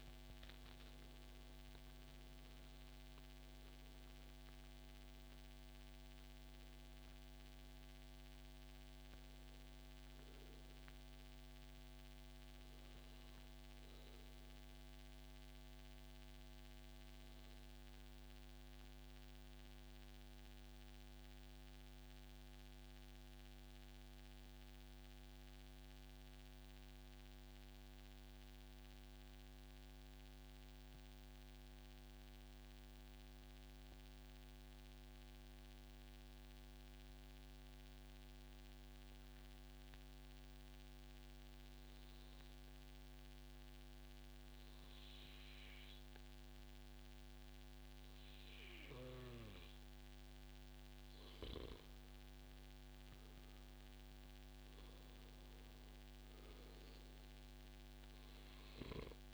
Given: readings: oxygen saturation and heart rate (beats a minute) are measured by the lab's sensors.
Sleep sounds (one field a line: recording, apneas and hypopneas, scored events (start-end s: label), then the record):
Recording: breathing in sleep, hard to hear, by a microphone on the trachea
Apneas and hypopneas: 1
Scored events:
6.50-11.50 s: oxygen desaturation (device-marked, oxygen 96% before, 92% lowest, heart rate 121 before, 80 extreme)
16.50-48.50 s: obstructive apnea (oxygen 98% before, 92% lowest, heart rate 141 before, 85 extreme)
27.00-29.00 s: long interval between heartbeats (device-marked, heart rate 123 before, 118 extreme)
49.50-54.00 s: arousal
55.50-57.50 s: long interval between heartbeats (device-marked, heart rate 141 before, 122 extreme)
From the record:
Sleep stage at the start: N2 (light sleep)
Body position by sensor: on the back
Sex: male